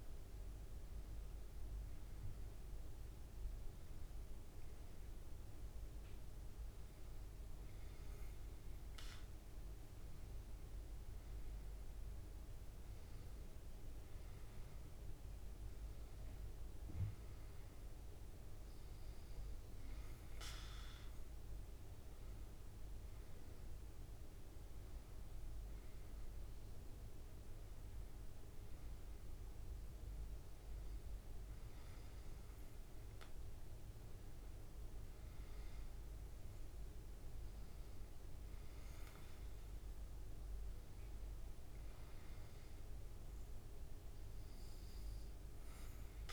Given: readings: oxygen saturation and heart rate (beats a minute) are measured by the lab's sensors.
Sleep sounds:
breathing in sleep, hard to hear, by a room microphone; none
none scored
From the record:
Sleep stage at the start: N2 (light sleep); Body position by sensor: on the back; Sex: male

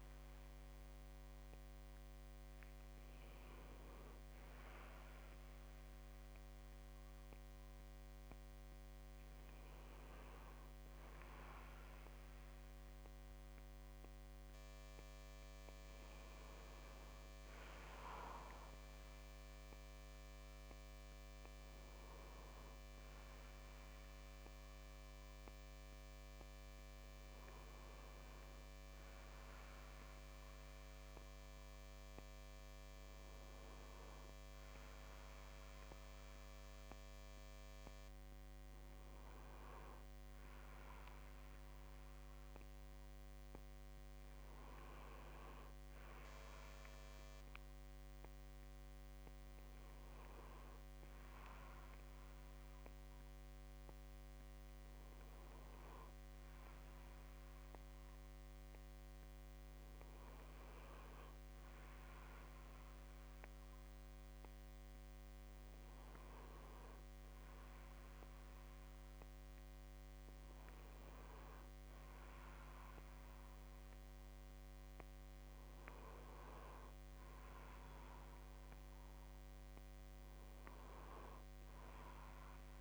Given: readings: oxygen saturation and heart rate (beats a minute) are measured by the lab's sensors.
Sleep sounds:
breathing in sleep, hard to hear, by a microphone on the trachea; none
none scored
From the record:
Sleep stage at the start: REM sleep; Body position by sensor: on the back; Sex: male

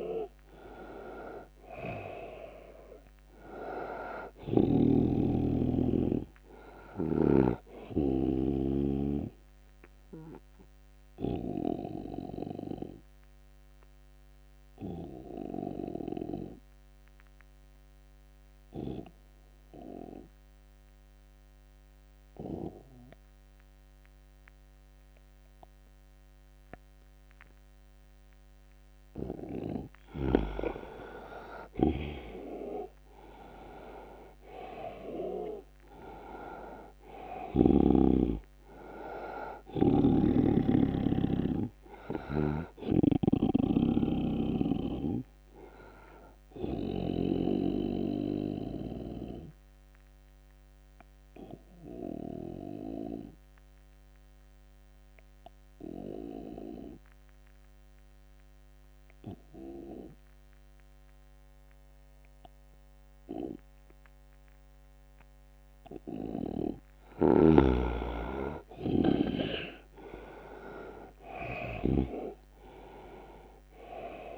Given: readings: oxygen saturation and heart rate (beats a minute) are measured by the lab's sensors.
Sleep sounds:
breathing in sleep by a microphone on the trachea; 2
0.00-18.50 s: oxygen desaturation (device-marked, oxygen 88% lowest, heart rate 74 extreme)
9.50-29.00 s: obstructive apnea (oxygen 99% before, 87% lowest, heart rate 80 before, 74 extreme, up 3 after)
30.50-33.00 s: arousal
31.50-54.50 s: oxygen desaturation (device-marked, oxygen 98% before, 87% lowest, heart rate 80 before, 74 extreme)
42.50-47.50 s: snoring (device-marked)
47.00-66.00 s: obstructive apnea (oxygen 99% before, 87% lowest, heart rate 80 before, 74 extreme, up 11 after)
67.00-74.38 s: snoring (device-marked)
67.50-74.38 s: oxygen desaturation (device-marked, oxygen 99% before, 88% lowest, heart rate 80 before, 74 extreme)
71.00-74.38 s: arousal
From the record:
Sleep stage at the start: N2 (light sleep); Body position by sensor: on the right side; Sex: male

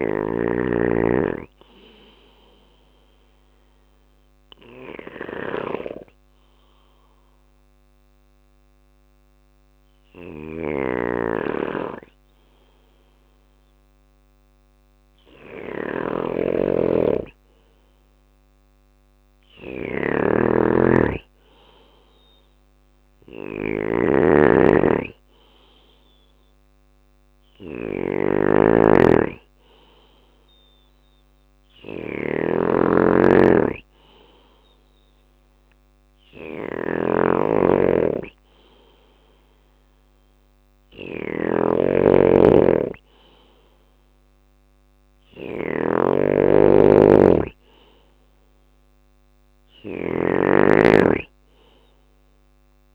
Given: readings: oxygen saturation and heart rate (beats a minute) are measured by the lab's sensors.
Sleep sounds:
breathing in sleep by a microphone on the trachea; 2
0.00-16.00 s: oxygen desaturation (device-marked, oxygen 89% lowest, heart rate 54 extreme)
0.00-20.00 s: bradycardia (device-marked, heart rate 54 extreme)
1.50-15.50 s: obstructive apnea (oxygen 98% before, 89% lowest, heart rate 60 before, 56 extreme, up 4 after)
9.50-52.95 s: snoring (device-marked)
17.50-21.50 s: arousal
26.00-46.00 s: bradycardia (device-marked, heart rate 64 before, 57 extreme)
30.50-42.50 s: hypopnea (oxygen 97% before, 92% lowest, heart rate 59 before, 58 extreme, up 3 after)
45.50-49.00 s: arousal
From the record:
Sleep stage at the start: N2 (light sleep); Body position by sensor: on the back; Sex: male

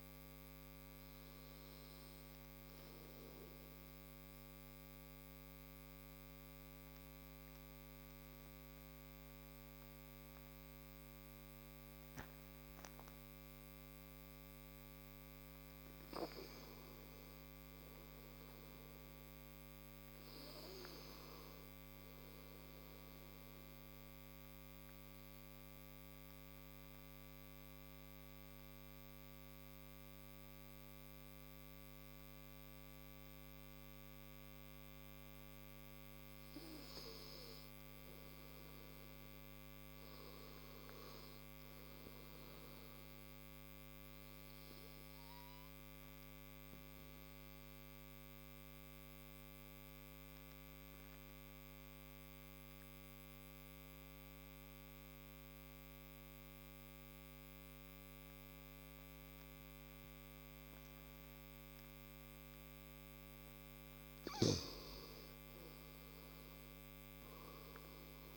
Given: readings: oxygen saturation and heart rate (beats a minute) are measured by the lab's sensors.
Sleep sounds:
breathing in sleep, hard to hear, by a microphone on the trachea; 3
0.00-17.50 s: oxygen desaturation (device-marked, oxygen 90% lowest)
1.50-16.00 s: obstructive apnea (oxygen 97% before, 90% lowest)
18.00-21.00 s: arousal
24.50-37.50 s: central apnea (oxygen 98% before, 90% lowest, heart rate 33 before, 31 extreme, up 11 after)
26.50-35.50 s: oxygen desaturation (device-marked, oxygen 98% before, 94% lowest, heart rate 36 before, 31 extreme)
39.50-42.00 s: arousal
44.50-57.50 s: oxygen desaturation (device-marked, oxygen 97% before, 93% lowest, heart rate 58 before, 31 extreme)
45.00-63.00 s: obstructive apnea (oxygen 98% before, 90% lowest, heart rate 58 before, 31 extreme, up 37 after)
64.50-68.37 s: oxygen desaturation (device-marked, oxygen 97% before, 91% lowest, heart rate 43 before, 48 extreme)
65.50-68.37 s: arousal
From the record:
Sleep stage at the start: N2 (light sleep); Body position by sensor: on the right side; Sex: male

